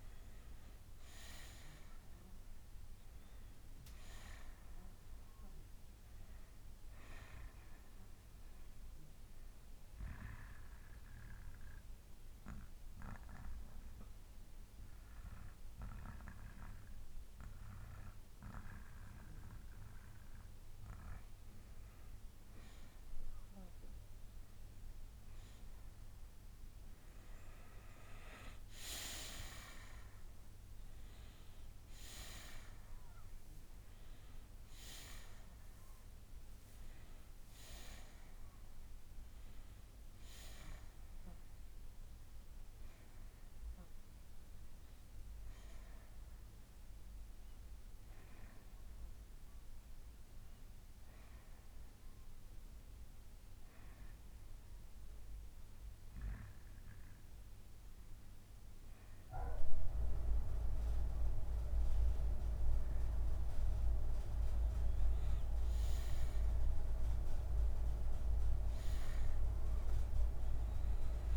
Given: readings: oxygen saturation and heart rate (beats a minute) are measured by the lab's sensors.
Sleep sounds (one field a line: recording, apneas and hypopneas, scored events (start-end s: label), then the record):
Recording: breathing in sleep by a room microphone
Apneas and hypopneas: 2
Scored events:
0.00-7.50 s: oxygen desaturation (device-marked, oxygen 90% lowest, heart rate 67 extreme)
8.00-20.00 s: obstructive apnea (oxygen 94% before, 89% lowest, heart rate 71 before, 67 extreme, up 5 after)
24.50-29.00 s: arousal
24.50-40.50 s: oxygen desaturation (device-marked, oxygen 94% before, 89% lowest, heart rate 70 before, 69 extreme)
43.50-71.37 s: new sleep stage, N1 (lightest sleep)
48.00-63.50 s: hypopnea (oxygen 94% before, 90% lowest, heart rate 72 before, 70 extreme, up 2 after)
65.50-71.37 s: oxygen desaturation (device-marked, oxygen 95% before, 90% lowest, heart rate 70 before, 60 extreme)
68.50-71.37 s: arousal
From the record:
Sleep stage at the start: N2 (light sleep)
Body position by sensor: on the back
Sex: male